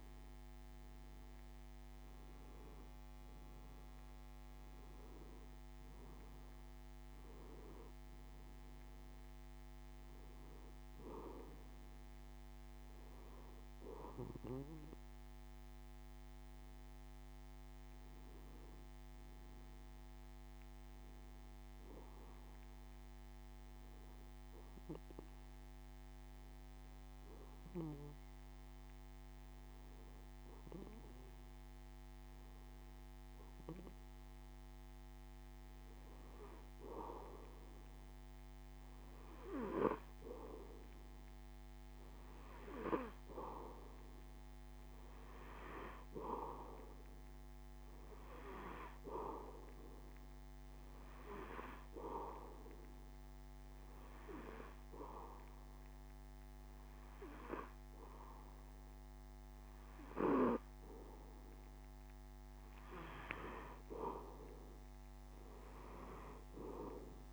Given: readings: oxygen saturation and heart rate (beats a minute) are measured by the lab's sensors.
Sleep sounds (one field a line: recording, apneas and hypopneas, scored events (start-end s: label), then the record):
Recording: breathing in sleep by a microphone on the trachea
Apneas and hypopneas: 1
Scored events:
19.00-22.50 s: arousal
25.50-37.50 s: hypopnea (oxygen 95% before, 92% lowest)
42.00-64.00 s: oxygen desaturation (device-marked, oxygen 95% before, 92% lowest)
46.50-50.00 s: arousal
From the record:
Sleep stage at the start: N2 (light sleep)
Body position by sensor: on the back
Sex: male